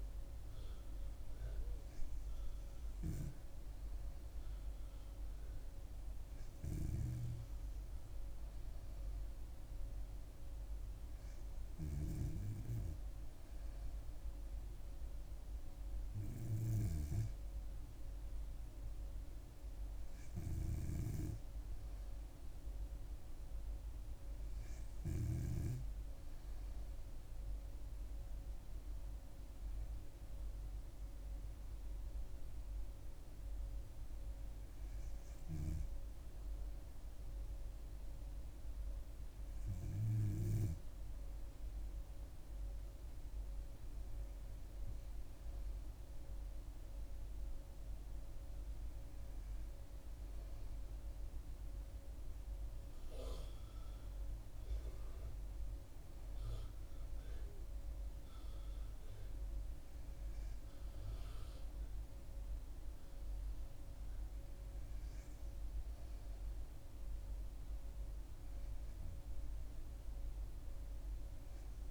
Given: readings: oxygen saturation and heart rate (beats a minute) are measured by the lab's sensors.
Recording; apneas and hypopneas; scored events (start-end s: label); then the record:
breathing in sleep by a room microphone; none
none scored
From the record:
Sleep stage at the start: N2 (light sleep); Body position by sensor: on the back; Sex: female